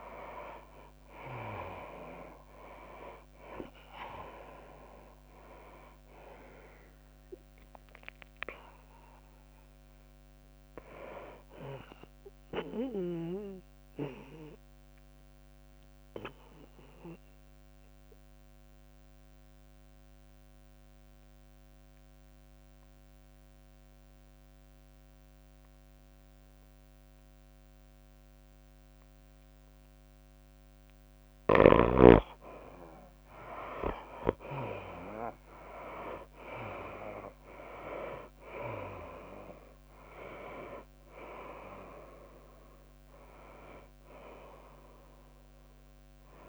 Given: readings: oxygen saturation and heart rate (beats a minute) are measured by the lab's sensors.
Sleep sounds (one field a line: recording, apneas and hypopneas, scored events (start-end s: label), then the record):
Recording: breathing in sleep by a microphone on the trachea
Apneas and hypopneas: 1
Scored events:
0.00-2.00 s: arousal
0.00-14.00 s: drop in pulse transit time (device-marked, heart rate 89 before, 92 extreme)
0.00-17.00 s: oxygen desaturation (device-marked, oxygen 73% lowest, heart rate 80 extreme)
0.00-17.00 s: tachycardia (device-marked, heart rate 98 before, 107 extreme)
15.00-32.00 s: obstructive apnea (oxygen 95% before, 76% lowest, heart rate 98 before, 92 extreme, up 5 after)
30.00-46.49 s: oxygen desaturation (device-marked, oxygen 98% before, 77% lowest, heart rate 101 before, 75 extreme)
34.50-38.50 s: arousal
36.00-46.49 s: drop in pulse transit time (device-marked, heart rate 98 before, 96 extreme)
37.00-46.49 s: tachycardia (device-marked, heart rate 98 before, 104 extreme)
From the record:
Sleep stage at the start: N2 (light sleep)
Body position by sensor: on the right side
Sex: female